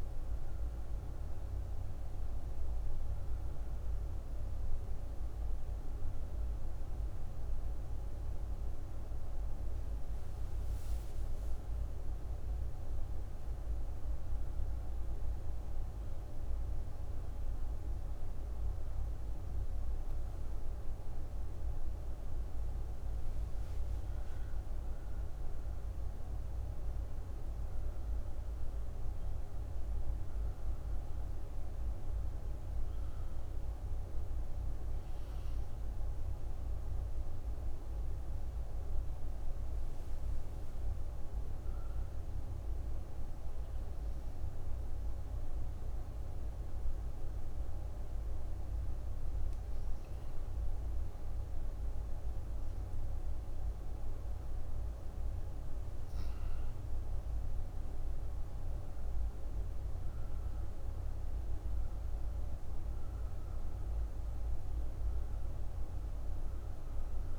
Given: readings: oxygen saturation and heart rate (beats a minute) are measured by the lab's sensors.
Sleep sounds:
a person partly awake in a sleep study, hard to hear, by a room microphone; 1
8.50-67.39 s: new sleep stage, N1 (lightest sleep)
37.50-53.00 s: hypopnea (oxygen 97% before, 90% lowest, heart rate 77 before, 61 extreme, up 5 after)
54.50-57.50 s: arousal
57.50-67.39 s: oxygen desaturation (device-marked, oxygen 96% before, 90% lowest, heart rate 66 before, 56 extreme)
From the record:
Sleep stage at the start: awake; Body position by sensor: on the left side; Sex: female

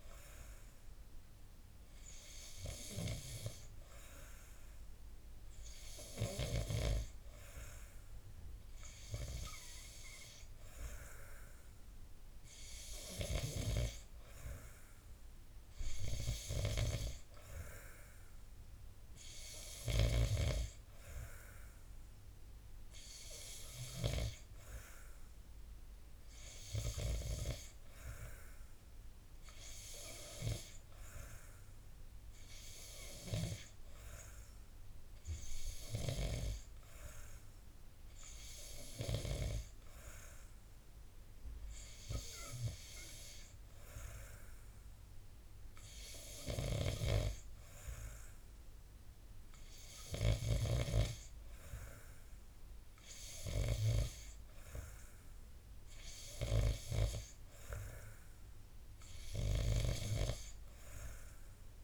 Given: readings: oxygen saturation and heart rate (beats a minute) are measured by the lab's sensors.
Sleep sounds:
breathing in sleep by a room microphone; none
none scored
From the record:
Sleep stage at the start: N2 (light sleep); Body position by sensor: on the back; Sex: male

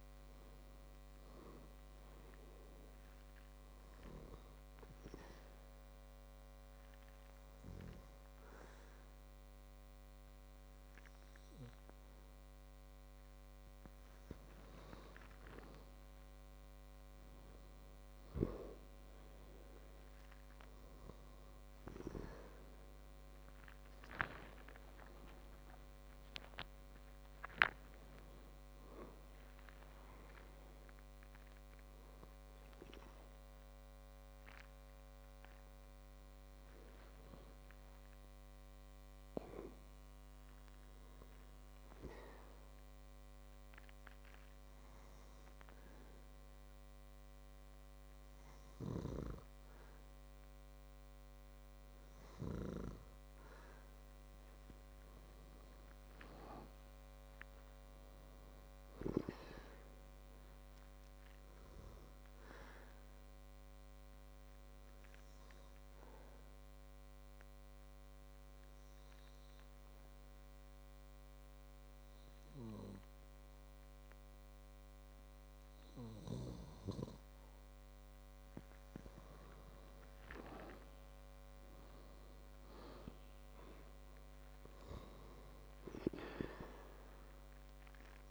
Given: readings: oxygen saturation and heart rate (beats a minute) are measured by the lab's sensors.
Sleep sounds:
breathing in sleep by a microphone on the trachea; 3
6.00-16.00 s: obstructive apnea (oxygen 98% before, 95% lowest, heart rate 63 before, 58 extreme, up 7 after)
23.50-28.00 s: arousal
42.50-55.50 s: obstructive apnea (oxygen 96% before, 94% lowest, heart rate 63 before, 57 extreme, up 10 after)
56.50-60.00 s: arousal
64.50-79.50 s: obstructive apnea (oxygen 97% before, 94% lowest, heart rate 63 before, 56 extreme, up 13 after)
81.00-84.50 s: arousal
From the record:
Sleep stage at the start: N2 (light sleep); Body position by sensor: on the back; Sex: male

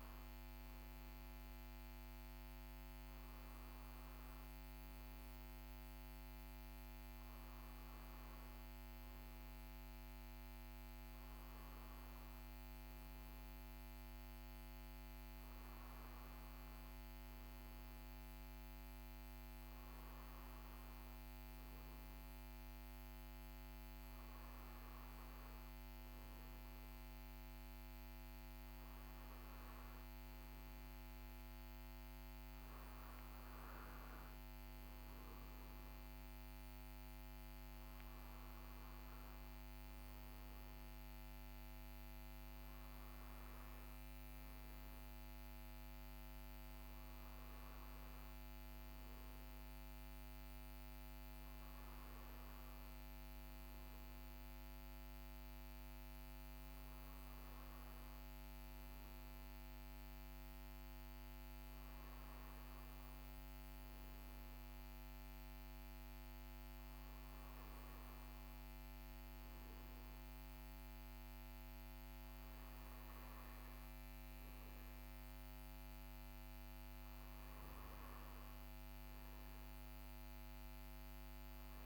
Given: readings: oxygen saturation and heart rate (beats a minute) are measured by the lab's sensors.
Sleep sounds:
breathing in sleep, hard to hear, by a microphone on the trachea; none
none scored
From the record:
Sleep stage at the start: N1 (lightest sleep); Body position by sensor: on the right side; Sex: male

